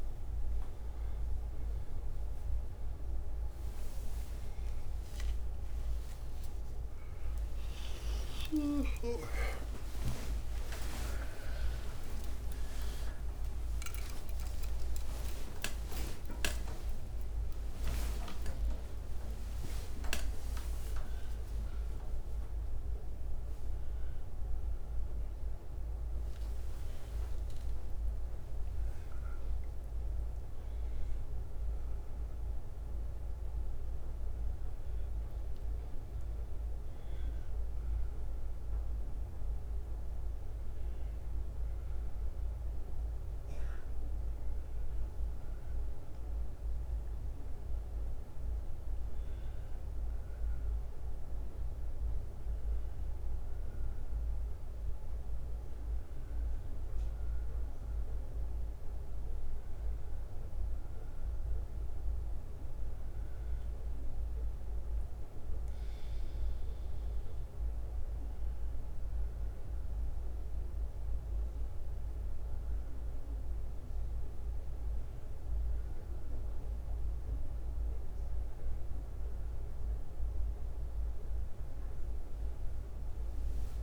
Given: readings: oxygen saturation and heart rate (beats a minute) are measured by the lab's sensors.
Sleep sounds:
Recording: a person awake in a sleep study, by a room microphone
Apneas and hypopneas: none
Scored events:
15.00-20.00 s: tachycardia (device-marked, heart rate 62 before, 162 extreme)
46.00-80.00 s: oxygen desaturation (device-marked, oxygen 98% before, 91% lowest, heart rate 71 before, 56 extreme)
58.00-63.00 s: bradycardia (device-marked, heart rate 77 before, 59 extreme)
60.00-83.83 s: new sleep stage, N1 (lightest sleep)
From the record:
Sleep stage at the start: awake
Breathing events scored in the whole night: 228 in 4.2 hours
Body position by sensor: on the left side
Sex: male

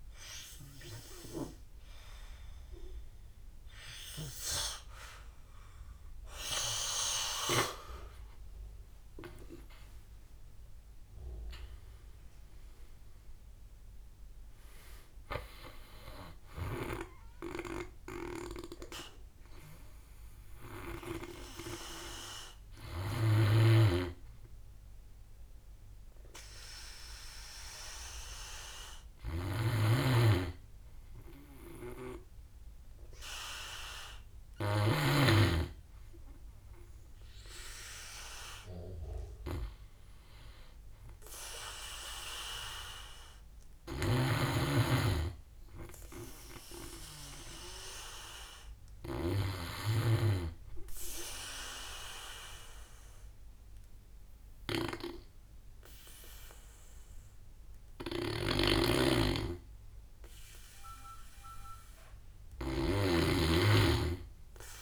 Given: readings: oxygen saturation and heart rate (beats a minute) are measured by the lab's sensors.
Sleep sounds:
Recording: breathing in sleep by a room microphone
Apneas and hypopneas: none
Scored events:
3.00-9.00 s: oxygen desaturation (device-marked, oxygen 92% before, 89% lowest, heart rate 62 before, 56 extreme)
7.00-23.00 s: drop in pulse transit time (device-marked, heart rate 65 before, 59 extreme)
10.00-13.50 s: arousal
22.50-34.50 s: snoring (device-marked)
43.50-49.00 s: snoring (device-marked)
57.50-64.82 s: snoring (device-marked)
From the record:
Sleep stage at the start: N2 (light sleep)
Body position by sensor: on the back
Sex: male

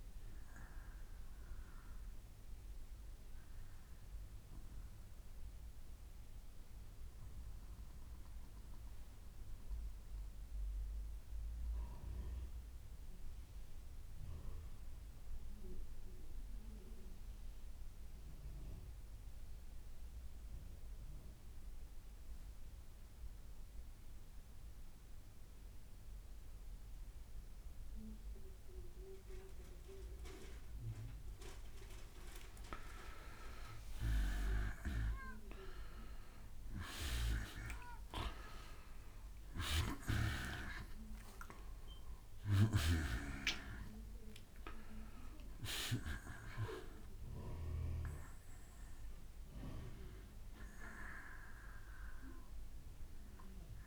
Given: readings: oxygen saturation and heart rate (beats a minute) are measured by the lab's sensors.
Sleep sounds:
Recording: breathing in sleep by a room microphone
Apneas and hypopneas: 1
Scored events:
0.00-7.00 s: oxygen desaturation (device-marked, oxygen 85% lowest, heart rate 61 extreme)
3.00-29.50 s: mixed apnea (oxygen 94% before, 87% lowest, heart rate 78 before, 61 extreme, up 4 after)
26.00-53.86 s: oxygen desaturation (device-marked, oxygen 97% before, 87% lowest, heart rate 61 before, 61 extreme)
34.00-38.50 s: arousal
From the record:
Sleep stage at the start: N2 (light sleep)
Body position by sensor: on the back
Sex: male

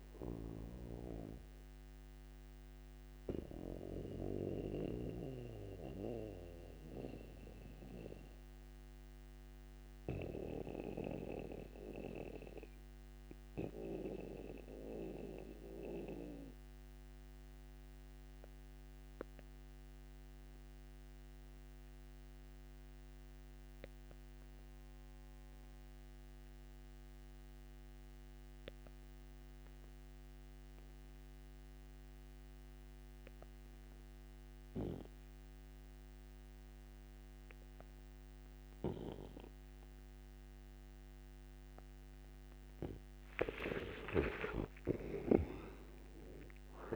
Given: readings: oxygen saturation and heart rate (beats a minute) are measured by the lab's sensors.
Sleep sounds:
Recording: breathing in sleep by a microphone on the trachea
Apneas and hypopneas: 1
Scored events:
0.00-20.00 s: oxygen desaturation (device-marked, oxygen 82% lowest, heart rate 57 extreme)
2.50-42.00 s: mixed apnea (oxygen 98% before, 79% lowest, heart rate 81 before, 57 extreme, up 16 after)
34.00-46.96 s: oxygen desaturation (device-marked, oxygen 98% before, 79% lowest, heart rate 61 before, 59 extreme)
43.00-46.96 s: arousal
From the record:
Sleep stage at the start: N2 (light sleep)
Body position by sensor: on the right side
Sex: male

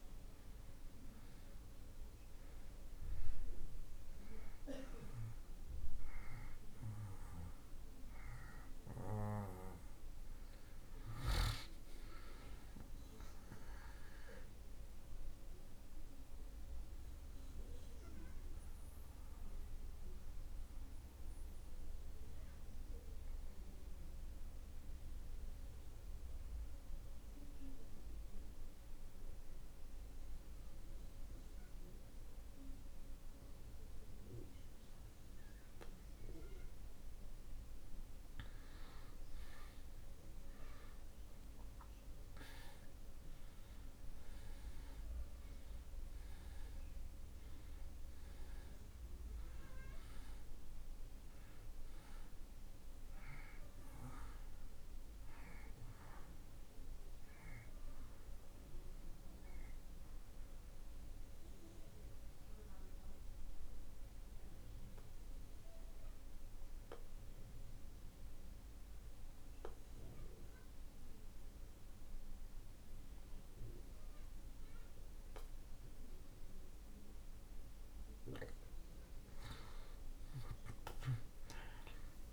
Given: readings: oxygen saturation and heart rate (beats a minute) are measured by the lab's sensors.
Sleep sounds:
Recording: breathing in sleep by a room microphone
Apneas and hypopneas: 2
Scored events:
0.00-4.00 s: oxygen desaturation (device-marked, oxygen 88% lowest)
13.50-18.00 s: arousal
20.50-36.50 s: obstructive apnea (oxygen 92% before, 79% lowest)
38.50-43.00 s: arousal
45.00-73.00 s: oxygen desaturation (device-marked, oxygen 95% before, 79% lowest)
59.00-78.00 s: obstructive apnea (oxygen 95% before, 78% lowest)
79.50-82.33 s: arousal
From the record:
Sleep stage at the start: N2 (light sleep)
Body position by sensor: on the back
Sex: male

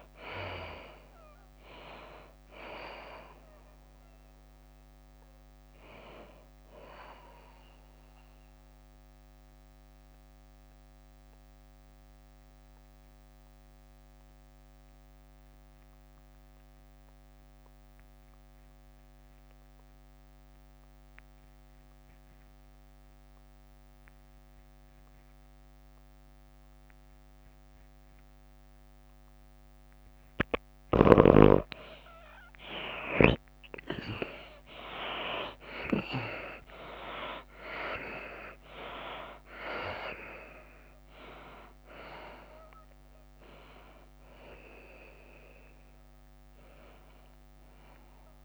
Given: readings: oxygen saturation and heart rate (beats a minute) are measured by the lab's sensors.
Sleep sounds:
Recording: breathing in sleep by a microphone on the trachea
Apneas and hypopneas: 1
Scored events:
0.00-13.50 s: drop in pulse transit time (device-marked, heart rate 101 extreme)
0.00-17.50 s: oxygen desaturation (device-marked, oxygen 75% lowest, heart rate 97 extreme)
0.00-48.45 s: tachycardia (device-marked, heart rate 143 extreme)
9.50-31.00 s: mixed apnea (oxygen 93% before, 72% lowest, heart rate 104 before, 102 extreme, up 26 after)
17.00-19.00 s: long interval between heartbeats (device-marked, heart rate 103 before, 117 extreme)
19.00-21.00 s: long interval between heartbeats (device-marked, heart rate 105 before, 126 extreme)
22.00-24.00 s: long interval between heartbeats (device-marked, heart rate 110 before, 133 extreme)
26.00-28.00 s: long interval between heartbeats (device-marked, heart rate 115 before, 113 extreme)
26.50-48.45 s: oxygen desaturation (device-marked, oxygen 97% before, 72% lowest, heart rate 115 before, 97 extreme)
32.00-34.00 s: long interval between heartbeats (device-marked, heart rate 116 before, 104 extreme)
35.00-37.00 s: long interval between heartbeats (device-marked, heart rate 117 before, 126 extreme)
36.00-39.50 s: arousal
37.50-48.45 s: drop in pulse transit time (device-marked, heart rate 120 before, 104 extreme)
40.00-42.00 s: long interval between heartbeats (device-marked, heart rate 120 before, 124 extreme)
From the record:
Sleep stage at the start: N2 (light sleep)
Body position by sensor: on the back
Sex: female

